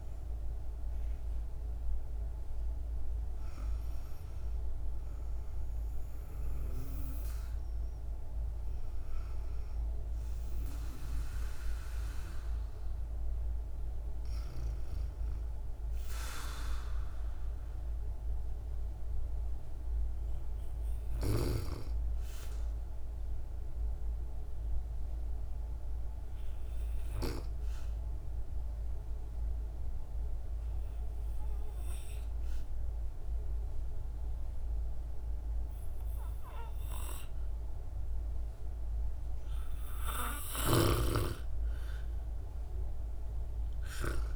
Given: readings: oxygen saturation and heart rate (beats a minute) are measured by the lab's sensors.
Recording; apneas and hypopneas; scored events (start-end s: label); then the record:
breathing in sleep by a room microphone; 1
0.00-14.00 s: oxygen desaturation (device-marked, oxygen 78% lowest, heart rate 51 extreme)
15.00-18.50 s: arousal
22.00-39.50 s: obstructive apnea (oxygen 99% before, 85% lowest, heart rate 66 before, 54 extreme, up 8 after)
39.00-44.36 s: oxygen desaturation (device-marked, oxygen 98% before, 93% lowest, heart rate 58 before, 54 extreme)
41.00-44.36 s: arousal
From the record:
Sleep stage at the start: REM sleep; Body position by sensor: on the back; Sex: female